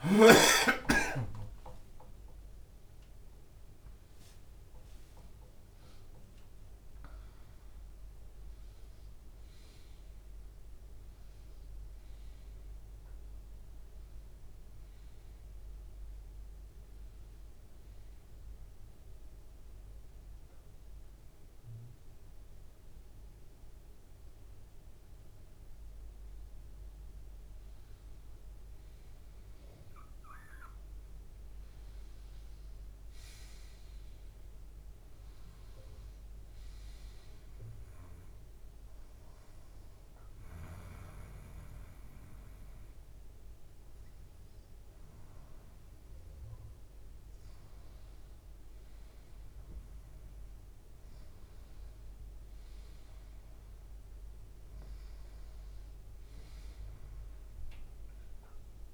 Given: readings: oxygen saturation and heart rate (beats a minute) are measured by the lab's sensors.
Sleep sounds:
breathing in sleep, hard to hear, by a room microphone; 2
0.00-5.50 s: arousal
16.50-27.50 s: hypopnea (oxygen 96% before, 94% lowest, heart rate 86 before, 78 extreme, up 1 after)
18.50-58.94 s: new sleep stage, N2 (light sleep)
29.50-33.50 s: arousal
37.50-48.00 s: obstructive apnea (oxygen 98% before, 92% lowest, heart rate 82 before, 76 extreme, up 2 after)
43.50-55.50 s: oxygen desaturation (device-marked, oxygen 98% before, 94% lowest, heart rate 81 before, 75 extreme)
57.00-58.94 s: arousal
From the record:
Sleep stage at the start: N1 (lightest sleep); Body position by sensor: on the right side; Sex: male

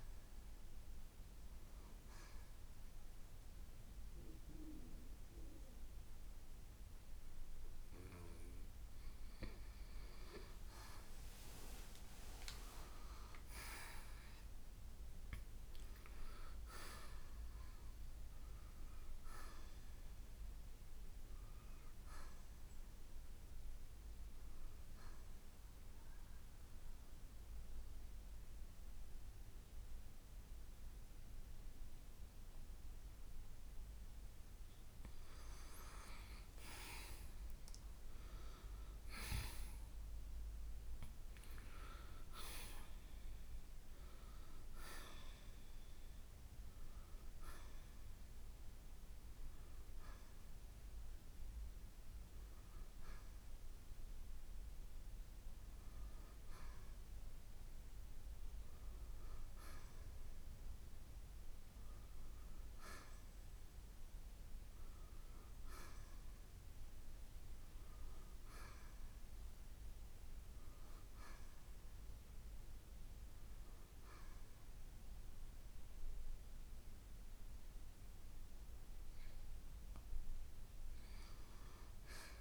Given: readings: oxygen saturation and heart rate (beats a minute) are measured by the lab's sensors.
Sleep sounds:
breathing in sleep by a room microphone; 1
10.50-15.50 s: arousal
25.50-35.50 s: central apnea (oxygen 93% before, 86% lowest, heart rate 66 before, 54 extreme, up 0 after)
26.50-36.50 s: oxygen desaturation (device-marked, oxygen 92% before, 87% lowest, heart rate 66 before, 54 extreme)
38.00-42.50 s: arousal
48.50-64.50 s: oxygen desaturation (device-marked, oxygen 93% before, 86% lowest, heart rate 62 before, 61 extreme)
From the record:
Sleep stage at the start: N2 (light sleep); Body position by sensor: on the right side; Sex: male

